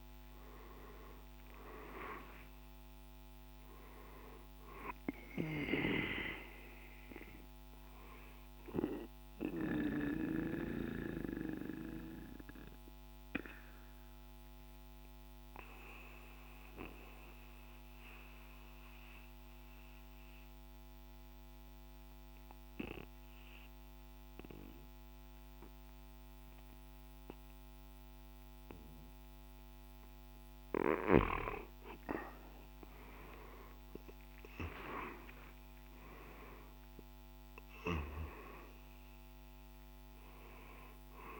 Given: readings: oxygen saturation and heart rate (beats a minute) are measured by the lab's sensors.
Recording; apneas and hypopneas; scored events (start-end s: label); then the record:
breathing in sleep by a microphone on the trachea; 1
0.00-2.00 s: arousal
3.00-14.00 s: drop in pulse transit time (device-marked, heart rate 58 before, 55 extreme)
3.00-27.00 s: oxygen desaturation (device-marked, oxygen 97% before, 89% lowest, heart rate 58 before, 53 extreme)
8.50-30.00 s: obstructive apnea (oxygen 98% before, 88% lowest, heart rate 60 before, 53 extreme, up 9 after)
33.00-38.00 s: arousal
38.00-41.40 s: drop in pulse transit time (device-marked, heart rate 58 before, 54 extreme)
40.00-41.40 s: oxygen desaturation (device-marked, oxygen 97% before, 88% lowest, heart rate 59 before, 53 extreme)
From the record:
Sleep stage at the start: N2 (light sleep); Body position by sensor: on the right side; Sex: male